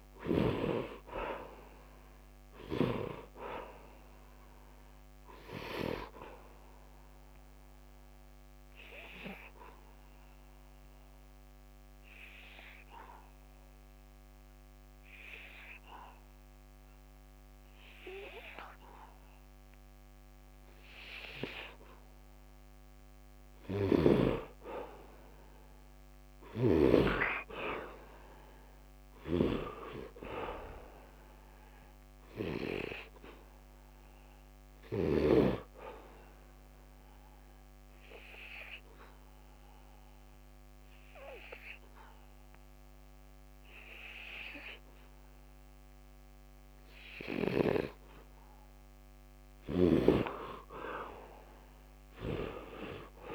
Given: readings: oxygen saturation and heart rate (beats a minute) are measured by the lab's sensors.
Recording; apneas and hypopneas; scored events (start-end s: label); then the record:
breathing in sleep by a microphone on the trachea; 2
0.00-23.50 s: oxygen desaturation (device-marked, oxygen 65% lowest, heart rate 70 extreme)
5.50-22.00 s: obstructive apnea (oxygen 99% before, 65% lowest, heart rate 84 before, 70 extreme, up 11 after)
24.50-29.00 s: arousal
28.50-35.00 s: snoring (device-marked)
28.50-41.50 s: oxygen desaturation (device-marked, oxygen 99% before, 83% lowest, heart rate 74 before, 76 extreme)
34.00-47.00 s: obstructive apnea (oxygen 99% before, 67% lowest, heart rate 77 before, 76 extreme, up 37 after)
49.00-53.00 s: arousal
49.00-53.35 s: snoring (device-marked)
From the record:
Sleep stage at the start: N2 (light sleep); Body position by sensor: on the back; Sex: male